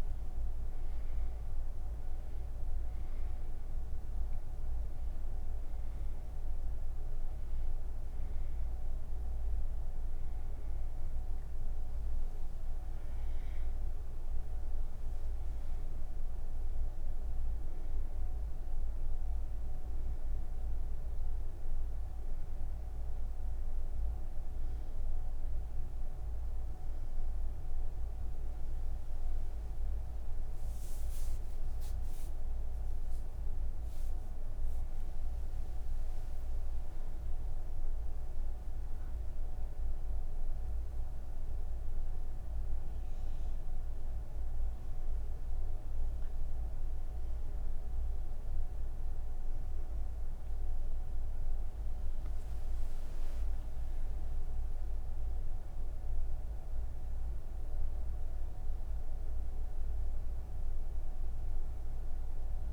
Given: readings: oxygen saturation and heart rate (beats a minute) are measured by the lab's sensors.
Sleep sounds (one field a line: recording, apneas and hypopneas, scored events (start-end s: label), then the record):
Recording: breathing in sleep, hard to hear, by a room microphone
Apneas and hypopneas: none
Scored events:
17.50-42.50 s: oxygen desaturation (device-marked, oxygen 95% before, 90% lowest)
From the record:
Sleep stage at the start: N2 (light sleep)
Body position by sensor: on the right side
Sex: female